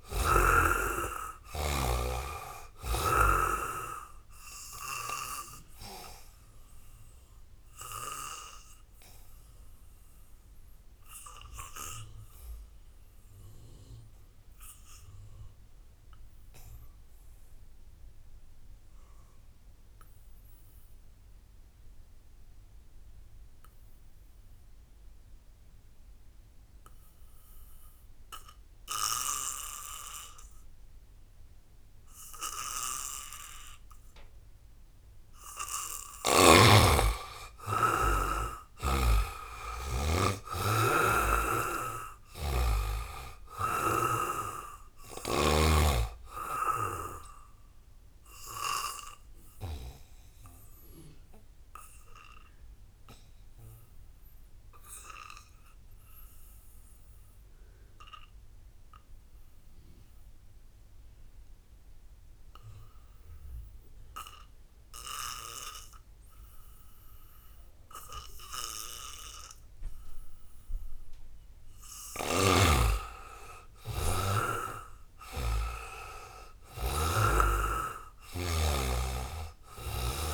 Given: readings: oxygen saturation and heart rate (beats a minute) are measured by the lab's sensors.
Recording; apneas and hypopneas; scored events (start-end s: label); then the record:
breathing in sleep by a room microphone; 2
0.00-16.50 s: oxygen desaturation (device-marked, oxygen 74% lowest, heart rate 59 extreme)
5.00-35.50 s: obstructive apnea (oxygen 98% before, 73% lowest, heart rate 69 before, 66 extreme, up 8 after)
23.50-60.50 s: oxygen desaturation (device-marked, oxygen 98% before, 73% lowest, heart rate 77 before, 65 extreme)
37.00-41.00 s: arousal
47.00-71.50 s: obstructive apnea (oxygen 98% before, 73% lowest, heart rate 74 before, 65 extreme, up 0 after)
67.50-80.34 s: oxygen desaturation (device-marked, oxygen 98% before, 81% lowest, heart rate 77 before, 58 extreme)
72.00-80.00 s: snoring (device-marked)
73.00-77.00 s: arousal
From the record:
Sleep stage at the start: N2 (light sleep); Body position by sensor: on the back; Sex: male